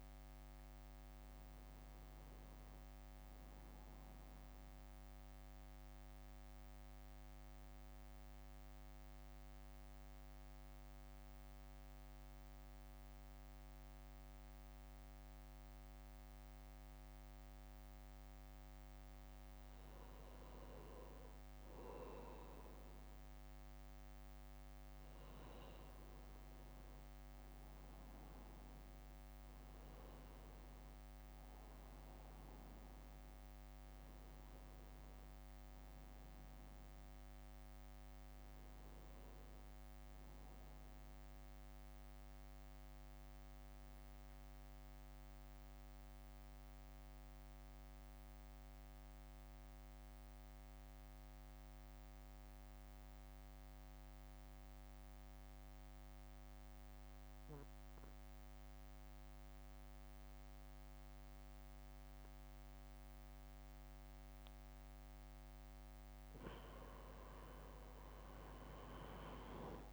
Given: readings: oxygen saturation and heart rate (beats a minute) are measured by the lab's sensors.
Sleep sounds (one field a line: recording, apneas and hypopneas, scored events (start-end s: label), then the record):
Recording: breathing in sleep, hard to hear, by a microphone on the trachea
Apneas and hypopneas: 2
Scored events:
0.00-2.00 s: drop in pulse transit time (device-marked, heart rate 57 extreme)
0.00-12.00 s: oxygen desaturation (device-marked, oxygen 91% lowest, heart rate 58 extreme)
6.00-21.50 s: mixed apnea (oxygen 96% before, 91% lowest, heart rate 60 before, 55 extreme, up 0 after)
25.50-30.00 s: arousal
29.00-42.00 s: drop in pulse transit time (device-marked, heart rate 60 before, 55 extreme)
30.00-50.00 s: oxygen desaturation (device-marked, oxygen 97% before, 93% lowest, heart rate 60 before, 55 extreme)
44.50-63.50 s: mixed apnea (oxygen 97% before, 91% lowest, heart rate 59 before, 56 extreme, up 3 after)
67.50-69.93 s: arousal
From the record:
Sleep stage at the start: N2 (light sleep)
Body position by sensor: on the back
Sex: male